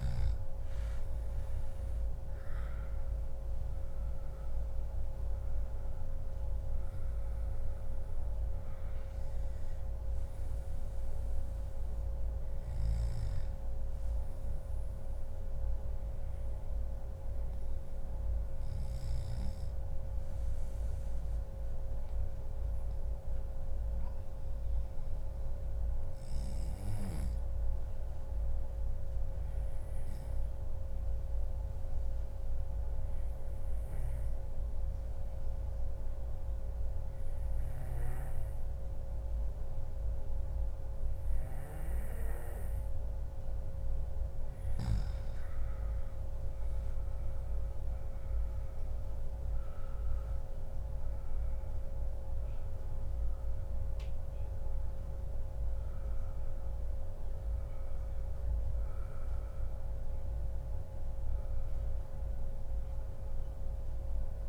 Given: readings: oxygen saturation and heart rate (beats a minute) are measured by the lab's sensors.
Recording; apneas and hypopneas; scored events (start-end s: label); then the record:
breathing in sleep, hard to hear, by a room microphone; 1
22.00-25.00 s: arousal
27.00-42.50 s: obstructive apnea (oxygen 97% before, 92% lowest, heart rate 140 before, 122 extreme, up 1 after)
44.50-48.00 s: arousal
50.00-64.49 s: oxygen desaturation (device-marked, oxygen 96% before, 92% lowest, heart rate 143 before, 99 extreme)
From the record:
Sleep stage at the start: N2 (light sleep); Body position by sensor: on the back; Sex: male